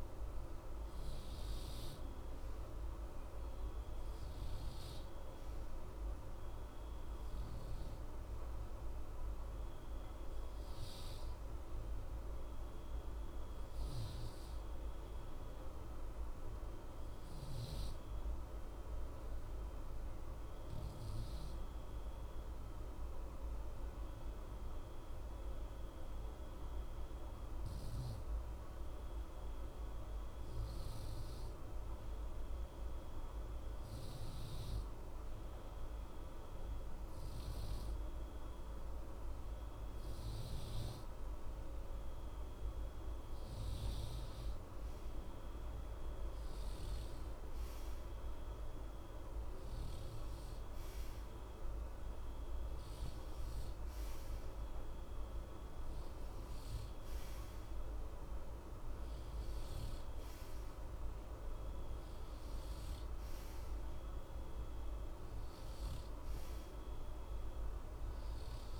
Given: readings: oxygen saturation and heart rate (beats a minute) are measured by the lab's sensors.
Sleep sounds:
breathing in sleep, hard to hear, by a room microphone; 1
0.00-11.50 s: oxygen desaturation (device-marked, oxygen 91% lowest, heart rate 60 extreme)
11.00-14.50 s: arousal
17.00-41.50 s: hypopnea (oxygen 93% before, 91% lowest, heart rate 60 before, 60 extreme, up 0 after)
44.00-47.00 s: arousal
From the record:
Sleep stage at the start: N2 (light sleep); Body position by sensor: on the right side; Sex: male

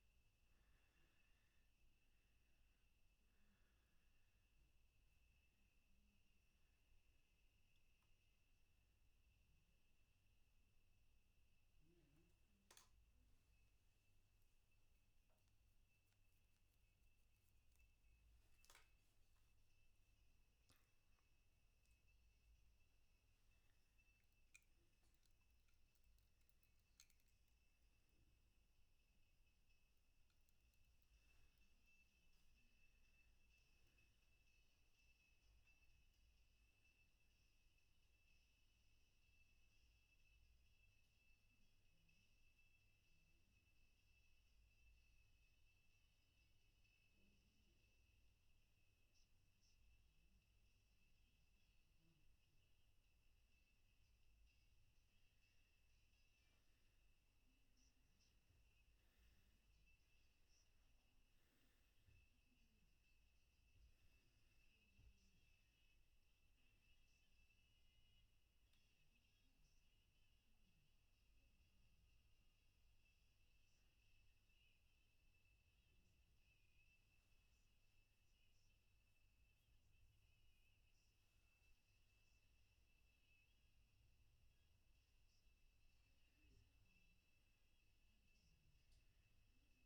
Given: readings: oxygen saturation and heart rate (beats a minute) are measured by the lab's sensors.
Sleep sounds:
breathing in sleep, hard to hear, by a room microphone; 3
4.50-16.50 s: obstructive apnea (oxygen 95% before, 93% lowest, heart rate 63 before, 61 extreme, up 4 after)
42.00-53.00 s: obstructive apnea (oxygen 95% before, 93% lowest, heart rate 63 before, 61 extreme, up 0 after)
69.50-81.50 s: obstructive apnea (oxygen 95% before, 92% lowest, heart rate 62 before, 61 extreme, up 2 after)
From the record:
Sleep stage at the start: N1 (lightest sleep); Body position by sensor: on the back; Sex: male

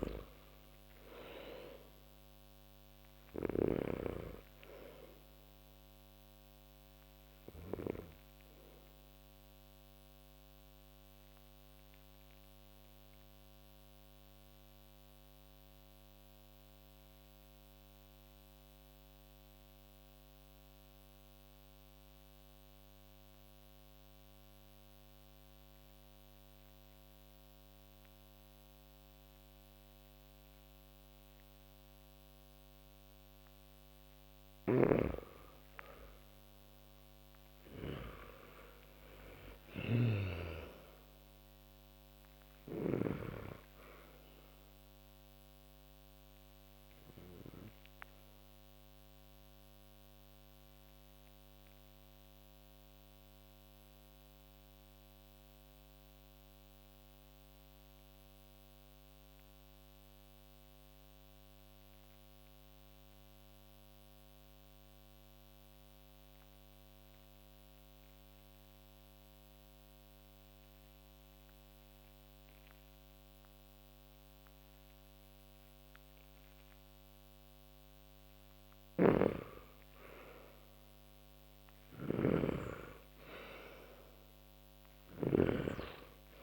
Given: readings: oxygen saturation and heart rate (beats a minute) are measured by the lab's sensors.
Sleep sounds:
breathing in sleep by a microphone on the trachea; 2
0.00-3.50 s: snoring (device-marked)
0.00-25.00 s: oxygen desaturation (device-marked, oxygen 97% before, 87% lowest)
9.00-33.50 s: obstructive apnea (oxygen 97% before, 83% lowest)
34.00-37.50 s: snoring (device-marked)
35.50-39.50 s: arousal
37.00-66.00 s: oxygen desaturation (device-marked, oxygen 98% before, 83% lowest)
48.50-77.50 s: mixed apnea (oxygen 98% before, 83% lowest)
77.00-86.43 s: oxygen desaturation (device-marked, oxygen 98% before, 83% lowest)
78.00-86.43 s: snoring (device-marked)
81.50-85.50 s: arousal
From the record:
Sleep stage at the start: N2 (light sleep); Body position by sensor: on the back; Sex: male

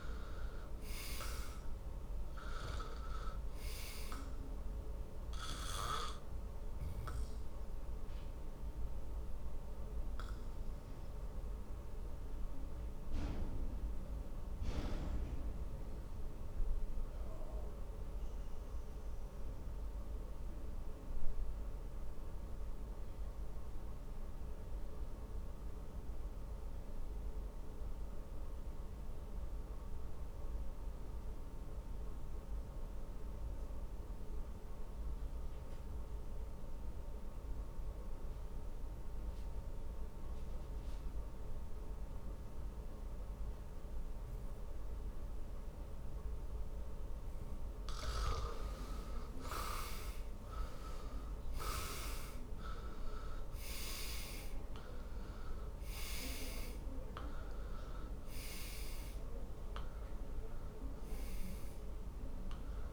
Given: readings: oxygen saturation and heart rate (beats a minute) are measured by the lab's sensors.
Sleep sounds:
breathing in sleep by a room microphone; 1
0.00-38.00 s: oxygen desaturation (device-marked, oxygen 76% lowest, heart rate 49 extreme)
7.00-48.50 s: obstructive apnea (oxygen 99% before, 76% lowest, heart rate 64 before, 48 extreme, up 21 after)
50.00-54.50 s: arousal
From the record:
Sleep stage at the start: N2 (light sleep); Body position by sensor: on the back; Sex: male

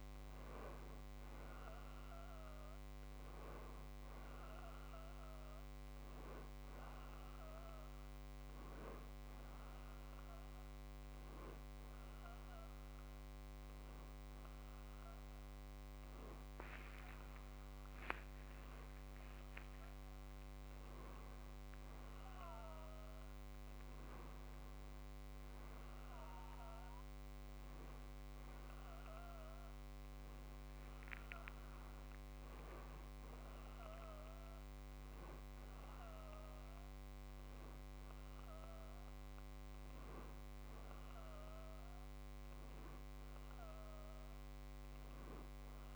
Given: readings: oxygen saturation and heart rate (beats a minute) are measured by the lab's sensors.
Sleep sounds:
breathing in sleep, hard to hear, by a microphone on the trachea; none
16.00-20.00 s: arousal
42.50-45.95 s: new sleep stage, N2 (light sleep)
From the record:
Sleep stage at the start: N1 (lightest sleep); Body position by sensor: on the back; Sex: male

